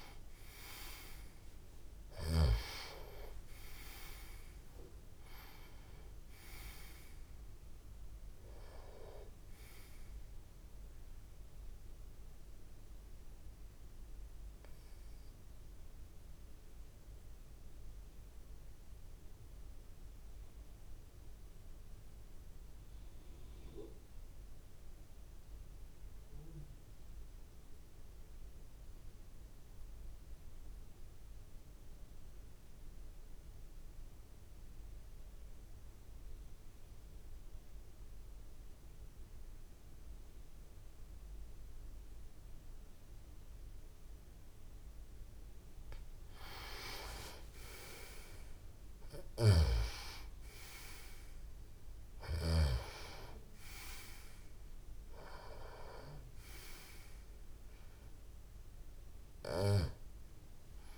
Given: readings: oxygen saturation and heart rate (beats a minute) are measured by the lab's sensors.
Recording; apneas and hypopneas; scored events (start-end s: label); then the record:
breathing in sleep by a room microphone; 1
0.00-2.50 s: snoring (device-marked)
0.00-23.50 s: oxygen desaturation (device-marked, oxygen 87% lowest)
12.50-45.00 s: obstructive apnea (oxygen 97% before, 87% lowest)
38.50-60.97 s: oxygen desaturation (device-marked, oxygen 98% before, 88% lowest)
46.50-50.50 s: arousal
49.00-52.50 s: snoring (device-marked)
From the record:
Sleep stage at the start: N2 (light sleep); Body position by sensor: on the back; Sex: male